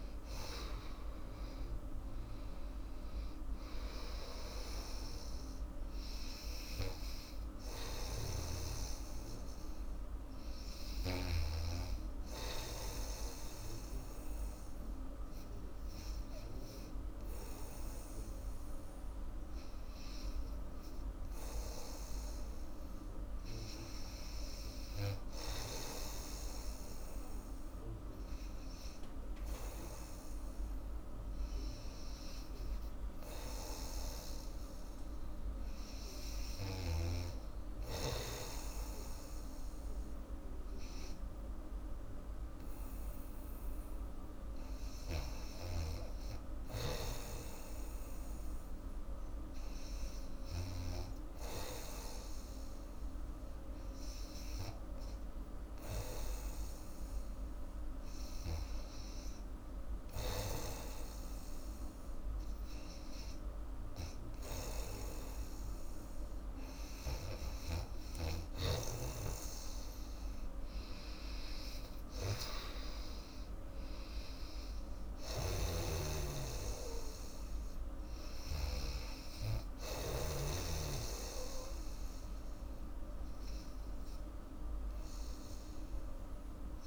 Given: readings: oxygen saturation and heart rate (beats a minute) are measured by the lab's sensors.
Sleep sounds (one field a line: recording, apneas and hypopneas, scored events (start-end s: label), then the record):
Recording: breathing in sleep by a room microphone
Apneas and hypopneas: none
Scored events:
0.00-1.00 s: arousal
0.00-4.00 s: oxygen desaturation (device-marked, oxygen 84% lowest, heart rate 77 extreme)
6.00-17.00 s: oxygen desaturation (device-marked, oxygen 94% before, 88% lowest, heart rate 82 before, 83 extreme)
8.00-11.50 s: snoring (device-marked)
45.00-51.00 s: snoring (device-marked)
75.00-79.00 s: snoring (device-marked)
From the record:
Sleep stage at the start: REM sleep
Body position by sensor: on the back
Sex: female